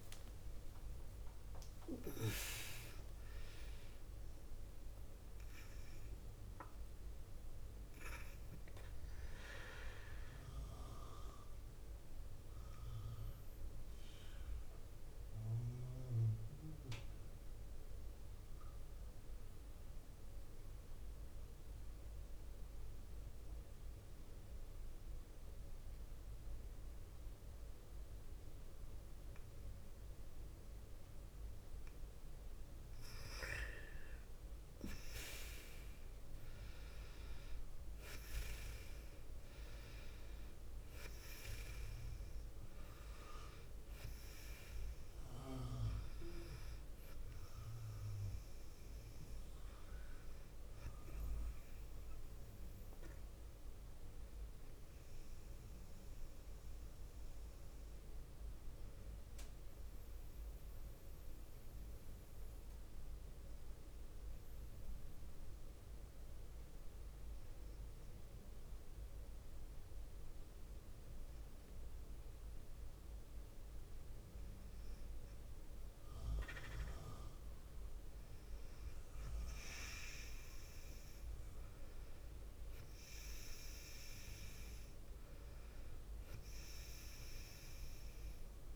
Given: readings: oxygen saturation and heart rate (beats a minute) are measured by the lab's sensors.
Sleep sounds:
breathing in sleep by a room microphone; 2
7.00-18.00 s: oxygen desaturation (device-marked, oxygen 99% before, 95% lowest, heart rate 65 before, 45 extreme)
9.00-30.00 s: obstructive apnea (oxygen 99% before, 94% lowest, heart rate 67 before, 45 extreme, up 6 after)
34.00-37.50 s: arousal
37.00-60.00 s: oxygen desaturation (device-marked, oxygen 99% before, 94% lowest, heart rate 49 before, 49 extreme)
60.00-75.00 s: hypopnea (oxygen 99% before, 96% lowest, heart rate 53 before, 48 extreme, up 5 after)
78.00-82.00 s: arousal
From the record:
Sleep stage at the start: N2 (light sleep); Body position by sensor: on the left side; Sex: female

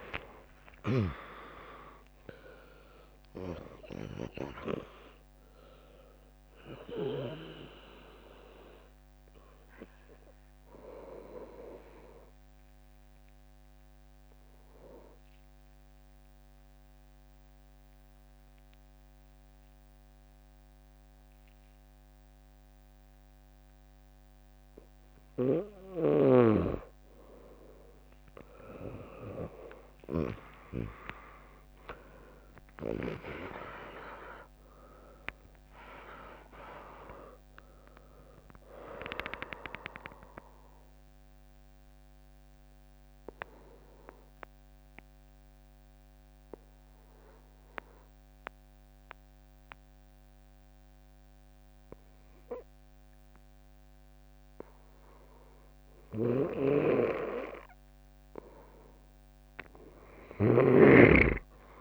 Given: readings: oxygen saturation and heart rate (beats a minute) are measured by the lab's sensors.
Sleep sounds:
breathing in sleep by a microphone on the trachea; 2
0.00-4.50 s: arousal
0.00-16.00 s: drop in pulse transit time (device-marked, heart rate 69 before, 69 extreme)
2.00-21.00 s: oxygen desaturation (device-marked, oxygen 99% before, 96% lowest, heart rate 67 before, 58 extreme)
11.50-25.00 s: mixed apnea (oxygen 99% before, 96% lowest, heart rate 75 before, 58 extreme, up 6 after)
22.00-26.00 s: bradycardia (device-marked, heart rate 79 before, 58 extreme)
28.00-33.00 s: arousal
32.00-46.00 s: drop in pulse transit time (device-marked, heart rate 72 before, 66 extreme)
35.00-52.00 s: oxygen desaturation (device-marked, oxygen 100% before, 96% lowest, heart rate 70 before, 57 extreme)
39.00-56.50 s: mixed apnea (oxygen 100% before, 96% lowest, heart rate 71 before, 57 extreme, up 7 after)
52.00-55.00 s: bradycardia (device-marked, heart rate 79 before, 64 extreme)
60.00-61.81 s: snoring (device-marked)
From the record:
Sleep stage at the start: N2 (light sleep); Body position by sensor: on the right side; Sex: female

